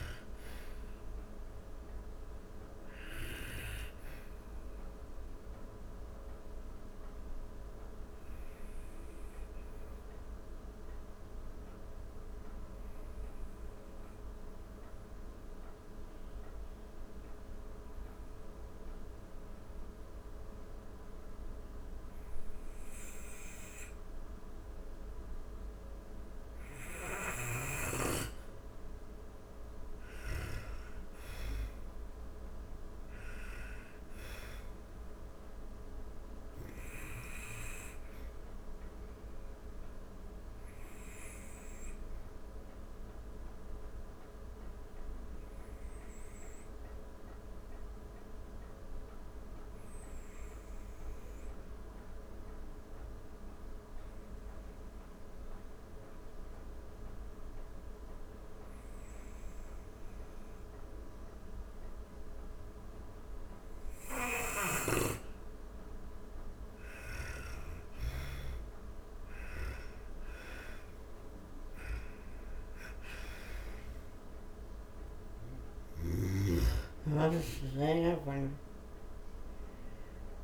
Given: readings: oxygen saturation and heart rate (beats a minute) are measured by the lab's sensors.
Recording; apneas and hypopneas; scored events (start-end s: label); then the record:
breathing in sleep by a room microphone; 2
0.00-11.50 s: oxygen desaturation (device-marked, oxygen 77% lowest)
2.50-26.50 s: obstructive apnea (oxygen 93% before, 77% lowest)
27.50-52.50 s: oxygen desaturation (device-marked, oxygen 99% before, 90% lowest)
28.50-32.00 s: arousal
40.00-64.50 s: obstructive apnea (oxygen 99% before, 86% lowest)
62.50-80.44 s: oxygen desaturation (device-marked, oxygen 98% before, 89% lowest)
69.00-75.00 s: arousal
From the record:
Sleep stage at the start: N2 (light sleep); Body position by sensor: on the back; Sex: female